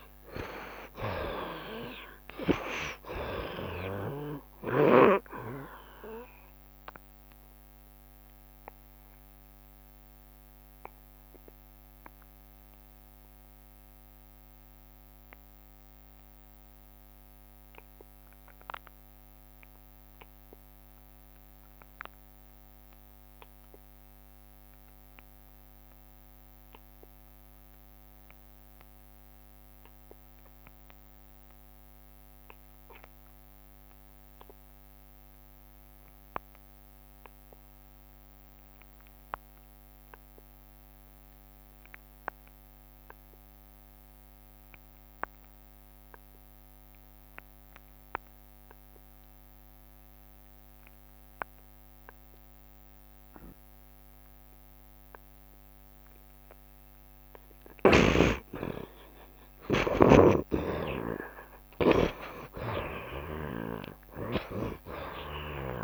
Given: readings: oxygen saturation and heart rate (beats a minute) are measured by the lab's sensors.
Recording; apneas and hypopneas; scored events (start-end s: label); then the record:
breathing in sleep by a microphone on the trachea; 1
0.00-7.50 s: oxygen desaturation (device-marked, oxygen 58% lowest, heart rate 73 extreme)
6.50-58.00 s: obstructive apnea (oxygen 64% before, 58% lowest, heart rate 88 before, 73 extreme, up 22 after)
21.50-65.84 s: oxygen desaturation (device-marked, oxygen 89% before, 58% lowest, heart rate 84 before, 59 extreme)
57.50-59.50 s: long interval between heartbeats (device-marked, heart rate 78 before, 90 extreme)
59.00-63.50 s: arousal
From the record:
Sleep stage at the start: N2 (light sleep); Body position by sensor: on the right side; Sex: male